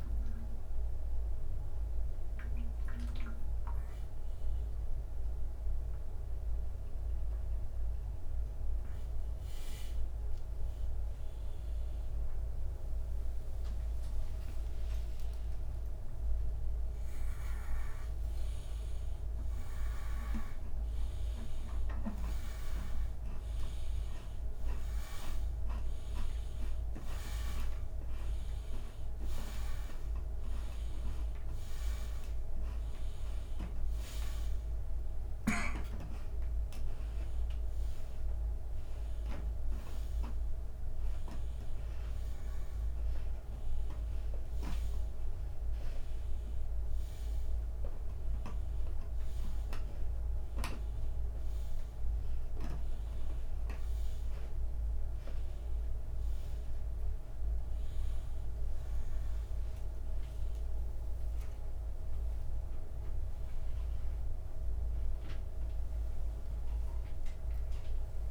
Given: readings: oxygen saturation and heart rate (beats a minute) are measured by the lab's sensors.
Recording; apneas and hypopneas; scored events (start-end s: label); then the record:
breathing in sleep by a room microphone; none
6.00-13.00 s: oxygen desaturation (device-marked, oxygen 96% before, 94% lowest, heart rate 88 before, 75 extreme)
11.00-15.00 s: arousal
26.00-37.00 s: oxygen desaturation (device-marked, oxygen 95% before, 92% lowest, heart rate 113 before, 59 extreme)
57.00-59.00 s: bradycardia (device-marked, heart rate 81 before, 64 extreme)
59.00-68.31 s: new sleep stage, awake
61.00-63.00 s: bradycardia (device-marked, heart rate 81 before, 58 extreme)
From the record:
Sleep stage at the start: N2 (light sleep); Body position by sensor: upright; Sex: male